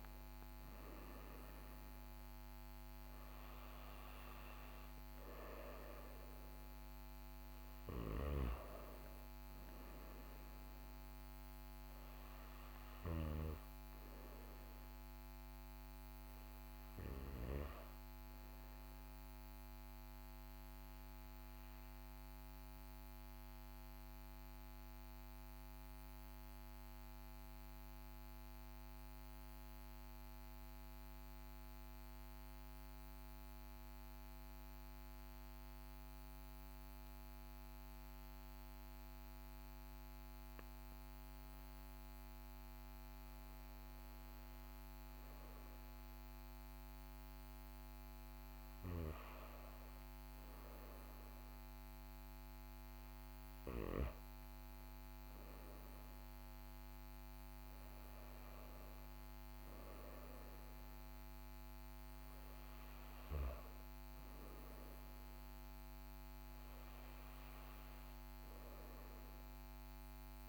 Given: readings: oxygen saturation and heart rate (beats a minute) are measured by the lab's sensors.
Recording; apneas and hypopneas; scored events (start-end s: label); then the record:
breathing in sleep by a microphone on the trachea; 1
0.00-33.00 s: oxygen desaturation (device-marked, oxygen 91% lowest, heart rate 38 extreme)
20.00-40.50 s: obstructive apnea (oxygen 98% before, 91% lowest, heart rate 41 before, 38 extreme, up 2 after)
42.00-45.50 s: arousal
63.00-70.49 s: oxygen desaturation (device-marked, oxygen 97% before, 94% lowest, heart rate 40 before, 39 extreme)
From the record:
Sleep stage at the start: N2 (light sleep); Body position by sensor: on the back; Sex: male